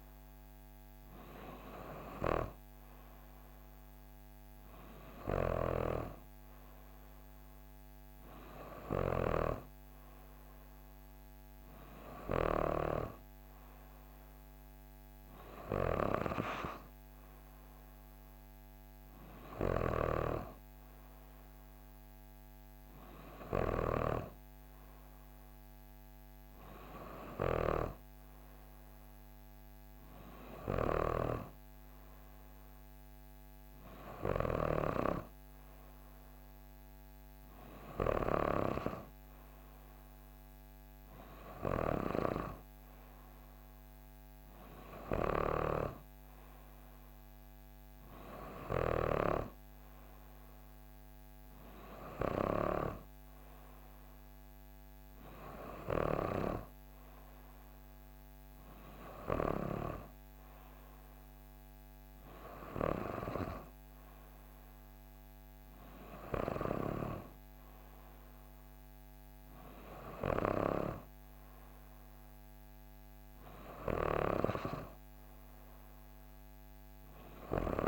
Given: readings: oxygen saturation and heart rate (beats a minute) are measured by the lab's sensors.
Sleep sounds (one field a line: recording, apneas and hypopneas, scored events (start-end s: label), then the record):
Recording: breathing in sleep by a microphone on the trachea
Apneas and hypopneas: none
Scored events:
none scored
From the record:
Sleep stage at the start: N3 (deep sleep)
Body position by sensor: on the back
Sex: female